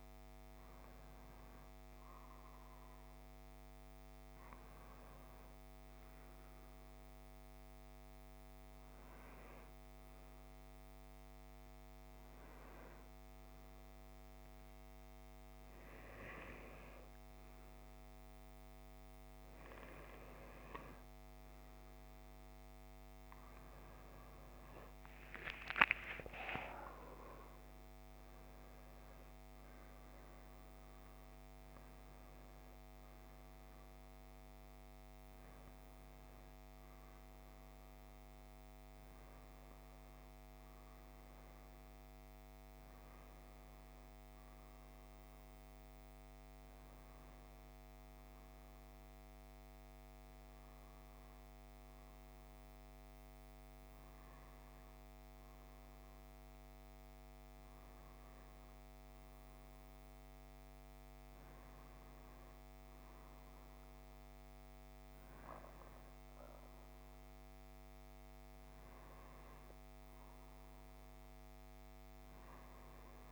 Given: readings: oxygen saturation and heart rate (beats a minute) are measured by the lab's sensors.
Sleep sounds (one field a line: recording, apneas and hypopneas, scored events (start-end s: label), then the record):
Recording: breathing in sleep, hard to hear, by a microphone on the trachea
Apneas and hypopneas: none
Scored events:
25.00-30.00 s: arousal
26.50-35.50 s: oxygen desaturation (device-marked, oxygen 96% before, 93% lowest)
From the record:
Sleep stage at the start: N1 (lightest sleep)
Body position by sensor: on the back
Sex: male